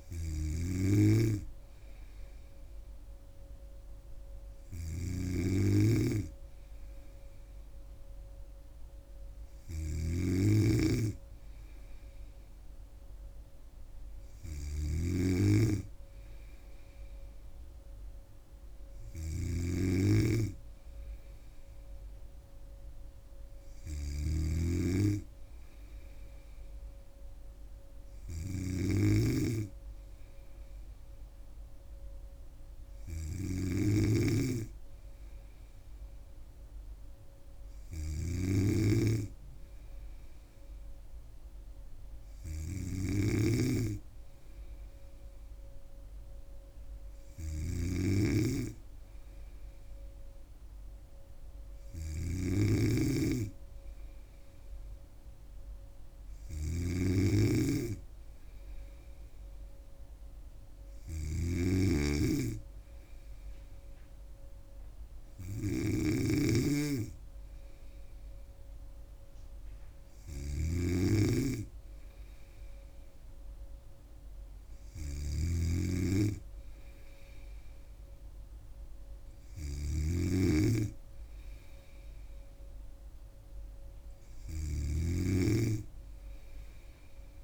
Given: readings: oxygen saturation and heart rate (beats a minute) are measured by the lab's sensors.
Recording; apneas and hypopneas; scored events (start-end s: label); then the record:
breathing in sleep by a room microphone; none
0.00-87.43 s: snoring (device-marked)
From the record:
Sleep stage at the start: N2 (light sleep); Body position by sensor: on the back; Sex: female